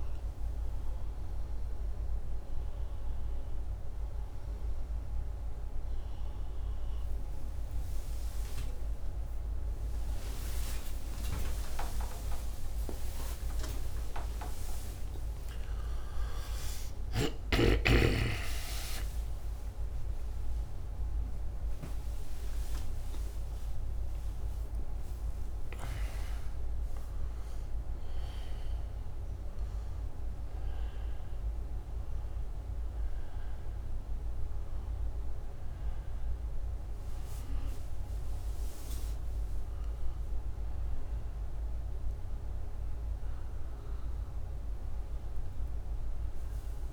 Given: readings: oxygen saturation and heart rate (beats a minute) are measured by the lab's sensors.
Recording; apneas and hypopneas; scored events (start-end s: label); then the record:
a person awake in a sleep study, by a room microphone; none
4.00-46.93 s: new sleep stage, awake
From the record:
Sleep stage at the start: N2 (light sleep); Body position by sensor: upright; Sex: male